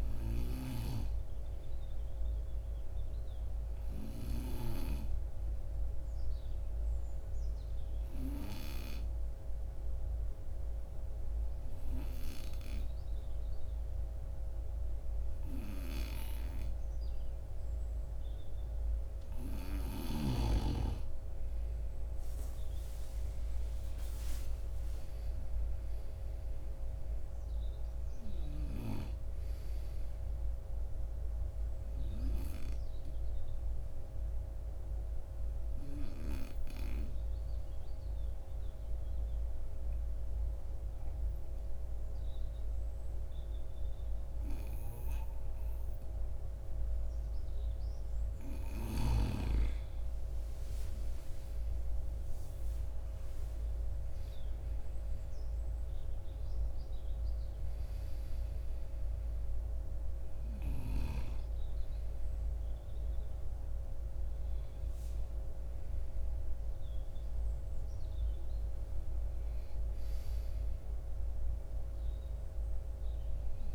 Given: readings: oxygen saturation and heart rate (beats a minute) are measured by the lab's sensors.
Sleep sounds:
breathing in sleep by a room microphone; 2
0.00-16.50 s: oxygen desaturation (device-marked, oxygen 92% lowest, heart rate 51 extreme)
5.00-19.50 s: obstructive apnea (oxygen 96% before, 92% lowest, heart rate 58 before, 51 extreme, up 9 after)
24.50-28.50 s: arousal
32.00-48.00 s: obstructive apnea (oxygen 97% before, 93% lowest, heart rate 55 before, 51 extreme, up 13 after)
50.00-53.50 s: arousal
From the record:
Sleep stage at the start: N2 (light sleep); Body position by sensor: on the right side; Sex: male

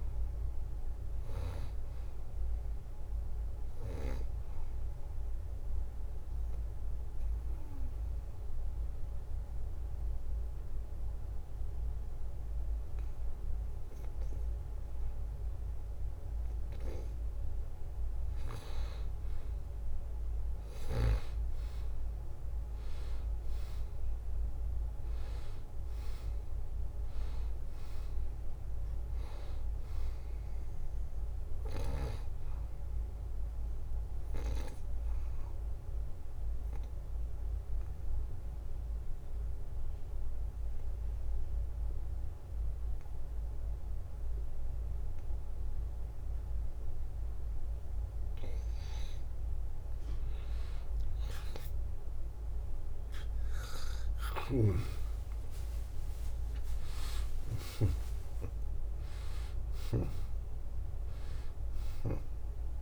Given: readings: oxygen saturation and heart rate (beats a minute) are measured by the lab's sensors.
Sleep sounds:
breathing in sleep by a room microphone; 2
1.00-15.00 s: oxygen desaturation (device-marked, oxygen 96% before, 90% lowest, heart rate 72 before, 72 extreme)
7.50-17.50 s: obstructive apnea (oxygen 96% before, 87% lowest, heart rate 73 before, 72 extreme, up 2 after)
16.50-21.50 s: snoring (device-marked)
21.50-24.50 s: arousal
27.00-44.00 s: oxygen desaturation (device-marked, oxygen 95% before, 88% lowest, heart rate 73 before, 71 extreme)
36.00-48.50 s: obstructive apnea (oxygen 95% before, 87% lowest, heart rate 73 before, 71 extreme, up 3 after)
52.50-58.00 s: arousal
54.50-58.00 s: snoring (device-marked)
55.00-62.82 s: oxygen desaturation (device-marked, oxygen 95% before, 87% lowest, heart rate 73 before, 70 extreme)
58.00-62.82 s: drop in pulse transit time (device-marked, heart rate 73 before, 76 extreme)
From the record:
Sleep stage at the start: N2 (light sleep); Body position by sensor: on the back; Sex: male

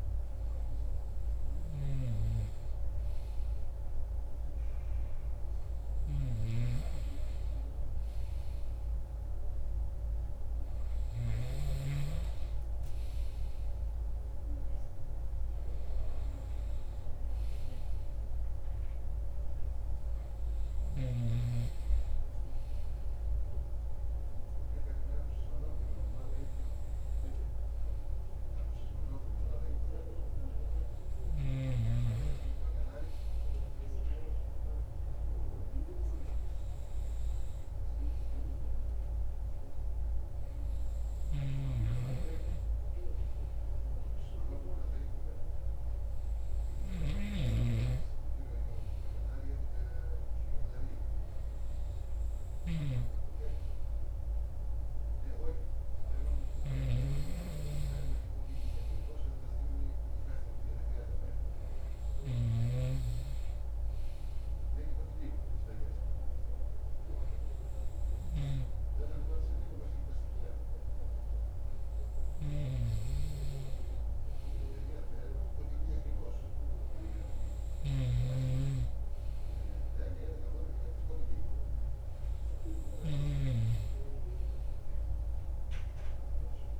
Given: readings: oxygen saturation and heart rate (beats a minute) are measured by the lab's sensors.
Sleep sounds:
breathing in sleep by a room microphone; none
78.00-83.50 s: snoring (device-marked)
From the record:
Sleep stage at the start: N2 (light sleep); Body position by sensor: on the right side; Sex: male

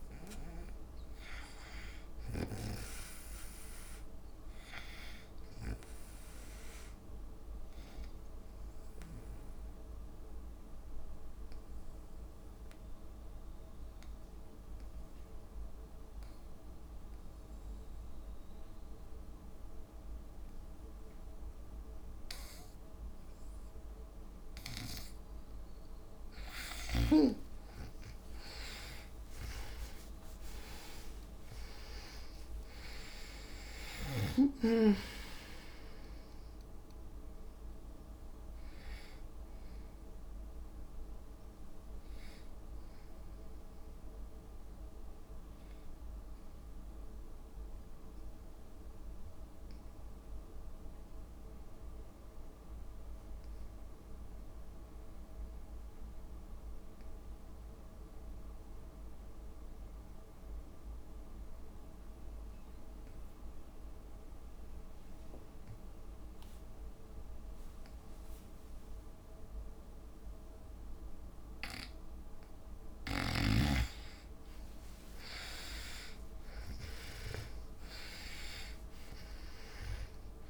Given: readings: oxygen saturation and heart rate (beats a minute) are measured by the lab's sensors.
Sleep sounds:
breathing in sleep by a room microphone; 2
0.00-2.50 s: arousal
2.50-19.50 s: oxygen desaturation (device-marked, oxygen 98% before, 92% lowest, heart rate 61 before, 55 extreme)
7.00-25.00 s: obstructive apnea (oxygen 98% before, 82% lowest, heart rate 61 before, 55 extreme)
26.50-34.50 s: tachycardia (device-marked, heart rate 65 before, 159 extreme)
27.00-31.00 s: arousal
27.50-36.50 s: oxygen desaturation (device-marked, oxygen 97% before, 92% lowest, heart rate 57 before, 57 extreme)
30.50-32.50 s: long interval between heartbeats (device-marked, heart rate 62 before, 129 extreme)
33.50-45.50 s: drop in pulse transit time (device-marked, heart rate 76 before, 61 extreme)
38.50-54.50 s: oxygen desaturation (device-marked, oxygen 93% before, 84% lowest, heart rate 92 before, 57 extreme)
44.50-72.00 s: mixed apnea (oxygen 97% before, 76% lowest, heart rate 95 before, 53 extreme, up 32 after)
70.50-80.50 s: oxygen desaturation (device-marked, oxygen 99% before, 76% lowest, heart rate 59 before, 53 extreme)
74.00-77.50 s: arousal
79.50-80.50 s: long interval between heartbeats (device-marked, heart rate 65 before, 91 extreme)
From the record:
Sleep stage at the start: N2 (light sleep); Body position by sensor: on the back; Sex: female

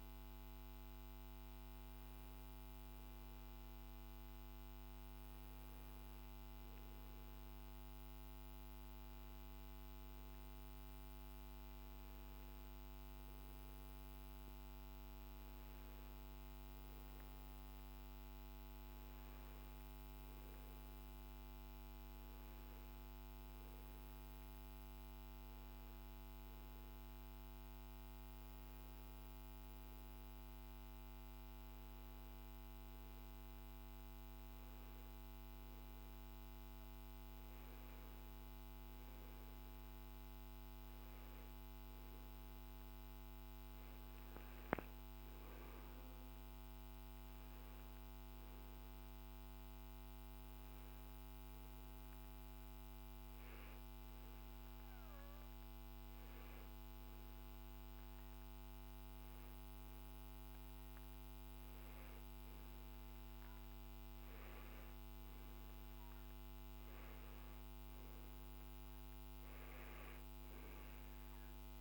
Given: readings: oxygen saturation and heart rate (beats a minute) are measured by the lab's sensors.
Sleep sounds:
breathing in sleep, hard to hear, by a microphone on the trachea; 1
22.00-71.81 s: new sleep stage, N2 (light sleep)
44.00-47.50 s: arousal
50.50-63.00 s: hypopnea (oxygen 95% before, 92% lowest, heart rate 59 before, 54 extreme, up 4 after)
66.00-70.00 s: arousal
From the record:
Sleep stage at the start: N1 (lightest sleep); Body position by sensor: on the back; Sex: male

